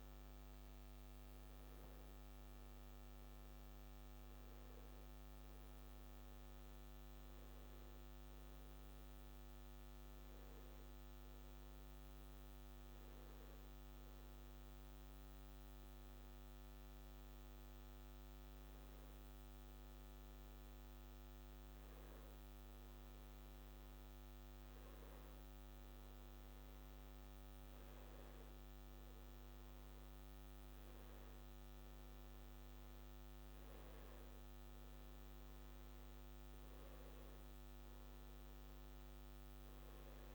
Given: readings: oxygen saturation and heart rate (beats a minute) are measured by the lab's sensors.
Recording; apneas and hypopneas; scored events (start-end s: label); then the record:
breathing in sleep, hard to hear, by a microphone on the trachea; none
none scored
From the record:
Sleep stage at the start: N2 (light sleep); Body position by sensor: on the back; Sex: male